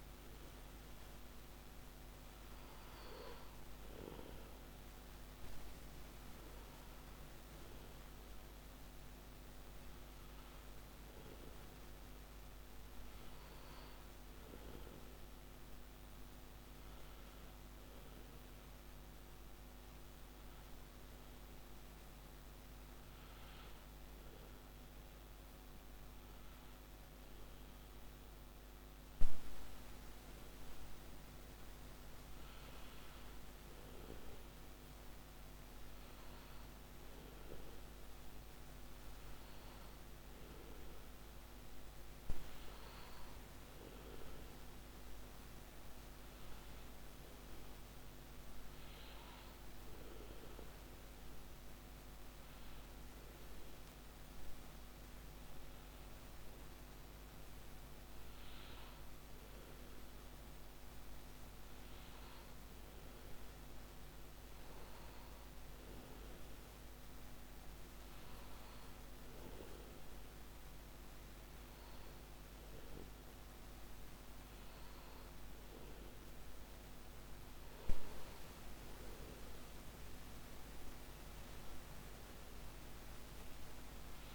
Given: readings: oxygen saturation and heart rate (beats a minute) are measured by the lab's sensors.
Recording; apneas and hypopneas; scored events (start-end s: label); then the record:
breathing in sleep, hard to hear, by a microphone on the trachea; none
none scored
From the record:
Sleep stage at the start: N1 (lightest sleep); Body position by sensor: on the back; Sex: male